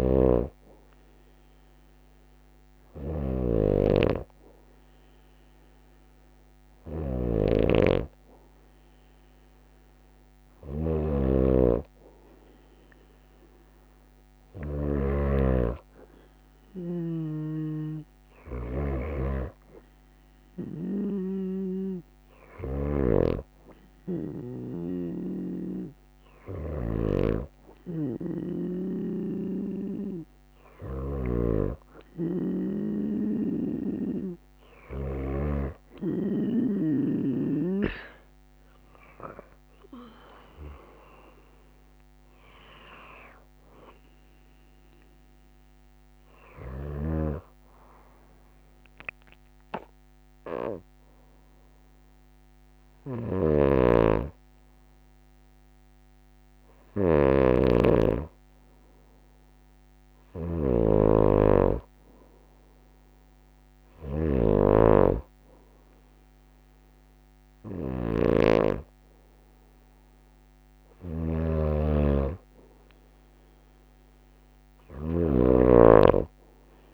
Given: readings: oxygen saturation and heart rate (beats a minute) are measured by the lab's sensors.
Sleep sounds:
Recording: breathing in sleep by a microphone on the trachea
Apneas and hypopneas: none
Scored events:
0.00-14.50 s: snoring (device-marked)
38.00-41.50 s: arousal
52.50-76.93 s: snoring (device-marked)
From the record:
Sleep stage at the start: N2 (light sleep)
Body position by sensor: on the right side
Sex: female

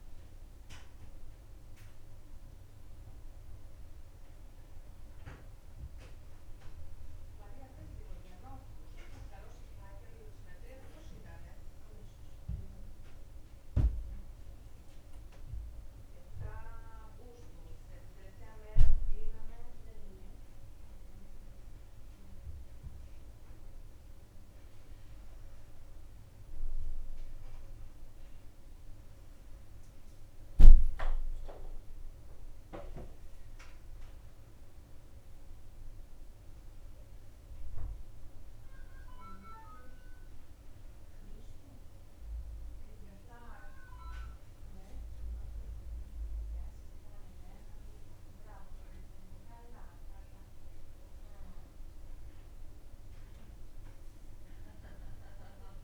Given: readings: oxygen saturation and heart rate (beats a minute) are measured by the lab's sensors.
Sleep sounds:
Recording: breathing in sleep by a room microphone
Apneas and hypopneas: none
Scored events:
none scored
From the record:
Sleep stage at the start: N2 (light sleep)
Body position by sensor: on the back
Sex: female

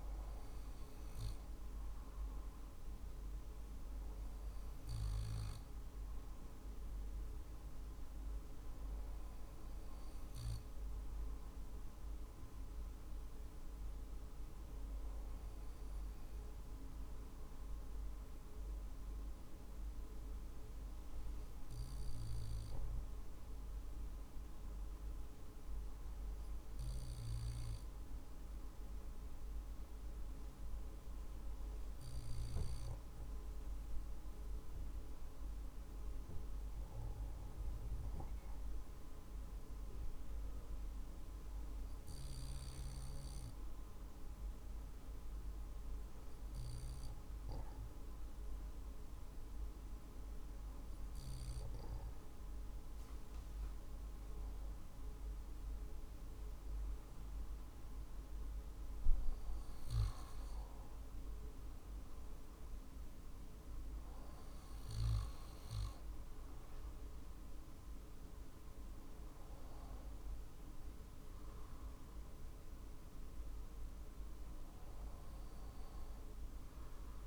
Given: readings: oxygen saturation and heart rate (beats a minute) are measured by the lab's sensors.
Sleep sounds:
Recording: breathing in sleep, hard to hear, by a room microphone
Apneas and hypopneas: 1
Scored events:
19.50-50.00 s: obstructive apnea (oxygen 97% before, 92% lowest, heart rate 48 before, 47 extreme, up 2 after)
55.50-59.50 s: arousal
From the record:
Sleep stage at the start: N2 (light sleep)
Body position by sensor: on the back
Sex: male

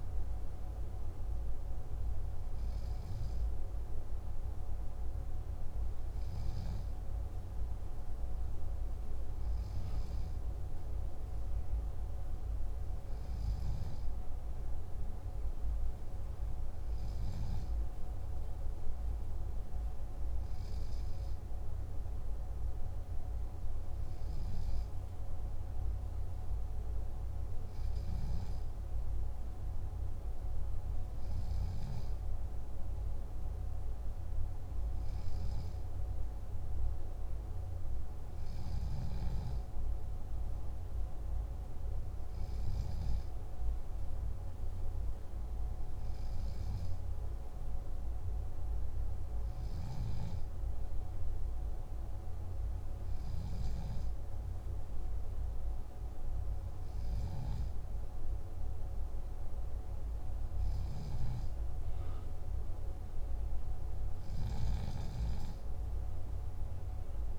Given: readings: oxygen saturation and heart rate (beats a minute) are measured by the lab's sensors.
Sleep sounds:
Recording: breathing in sleep, hard to hear, by a room microphone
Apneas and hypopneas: none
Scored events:
none scored
From the record:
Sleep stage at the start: N3 (deep sleep)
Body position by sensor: on the left side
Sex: male

